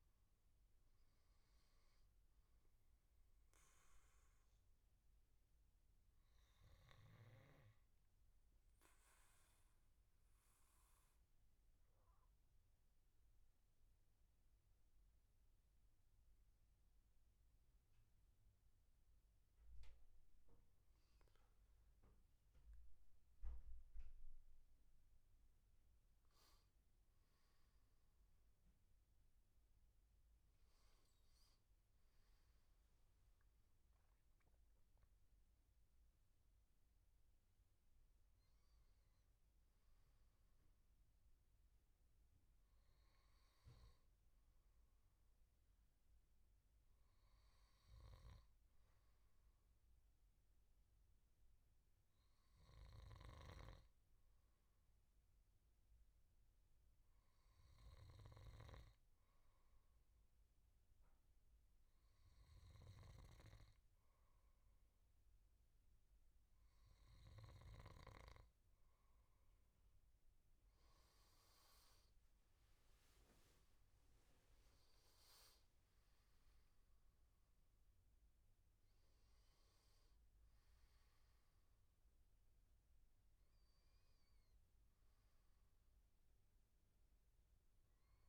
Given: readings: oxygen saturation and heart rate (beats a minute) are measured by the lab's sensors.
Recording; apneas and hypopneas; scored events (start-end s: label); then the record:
breathing in sleep, hard to hear, by a room microphone; 2
0.00-13.00 s: oxygen desaturation (device-marked, oxygen 93% lowest, heart rate 81 extreme)
7.50-20.50 s: obstructive apnea (oxygen 97% before, 94% lowest, heart rate 85 before, 82 extreme, up 1 after)
23.00-28.00 s: arousal
27.00-38.00 s: oxygen desaturation (device-marked, oxygen 98% before, 94% lowest, heart rate 84 before, 80 extreme)
52.00-69.00 s: hypopnea (oxygen 97% before, 94% lowest, heart rate 84 before, 79 extreme, up 13 after)
53.00-68.00 s: snoring (device-marked)
73.50-78.50 s: arousal
From the record:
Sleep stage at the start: N2 (light sleep); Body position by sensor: on the back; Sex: male